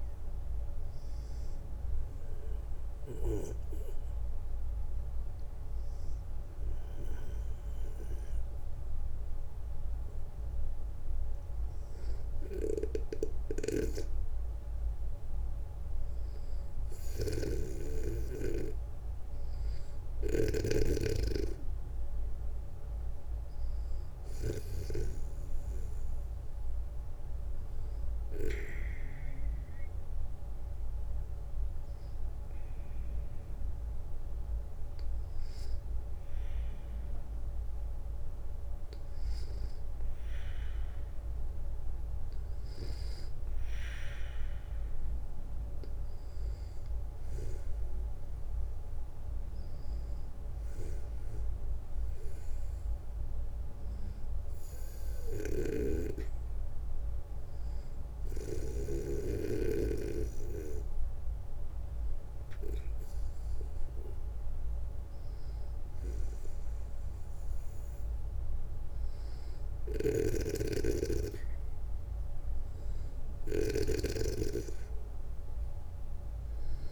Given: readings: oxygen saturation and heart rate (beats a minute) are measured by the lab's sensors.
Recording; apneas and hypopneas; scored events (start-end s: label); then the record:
breathing in sleep by a room microphone; 1
12.50-24.00 s: snoring (device-marked)
13.50-20.50 s: oxygen desaturation (device-marked, oxygen 91% before, 88% lowest, heart rate 67 before, 59 extreme)
21.50-24.00 s: arousal
26.50-39.00 s: hypopnea (oxygen 98% before, 94% lowest, heart rate 62 before, 59 extreme, up 4 after)
41.00-44.00 s: arousal
48.50-61.50 s: oxygen desaturation (device-marked, oxygen 97% before, 94% lowest, heart rate 60 before, 63 extreme)
54.50-58.00 s: snoring (device-marked)
69.00-76.92 s: snoring (device-marked)
From the record:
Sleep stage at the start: N2 (light sleep); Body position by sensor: on the back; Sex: male